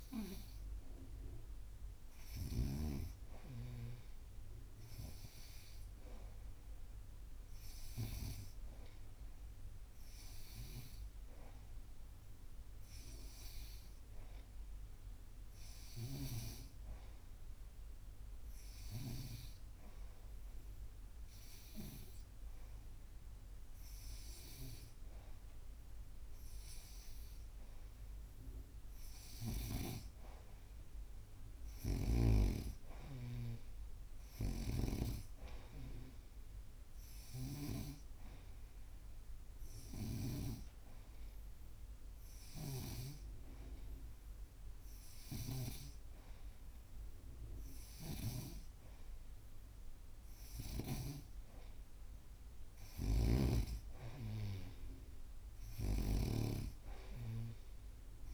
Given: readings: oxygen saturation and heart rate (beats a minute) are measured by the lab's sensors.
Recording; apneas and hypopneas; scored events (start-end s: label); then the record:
breathing in sleep by a room microphone; none
8.00-20.00 s: oxygen desaturation (device-marked, oxygen 97% before, 93% lowest, heart rate 91 before, 87 extreme)
37.00-40.50 s: snoring (device-marked)
45.00-48.50 s: snoring (device-marked)
53.00-56.50 s: snoring (device-marked)
From the record:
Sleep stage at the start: N2 (light sleep); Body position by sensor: on the right side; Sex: female